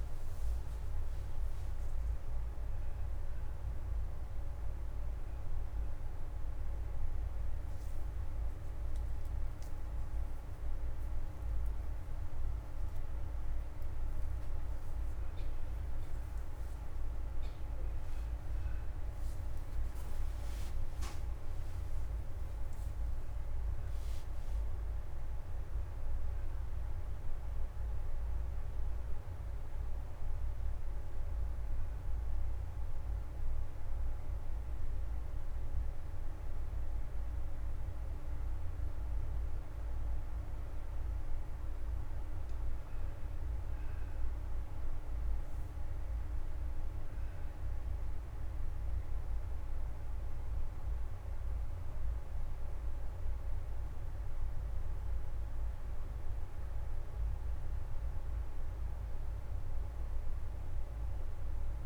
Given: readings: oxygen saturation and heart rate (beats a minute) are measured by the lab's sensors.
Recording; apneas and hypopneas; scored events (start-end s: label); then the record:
a person partly awake in a sleep study, hard to hear, by a room microphone; 1
7.50-37.50 s: new sleep stage, N1 (lightest sleep)
20.50-31.50 s: oxygen desaturation (device-marked, oxygen 96% before, 91% lowest)
29.00-39.50 s: hypopnea (oxygen 97% before, 89% lowest, heart rate 69 before, 130 extreme)
37.50-61.86 s: new sleep stage, N2 (light sleep)
44.50-49.50 s: arousal
45.50-55.50 s: oxygen desaturation (device-marked, oxygen 95% before, 90% lowest, heart rate 135 before, 118 extreme)
From the record:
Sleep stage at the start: awake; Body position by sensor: on the back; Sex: male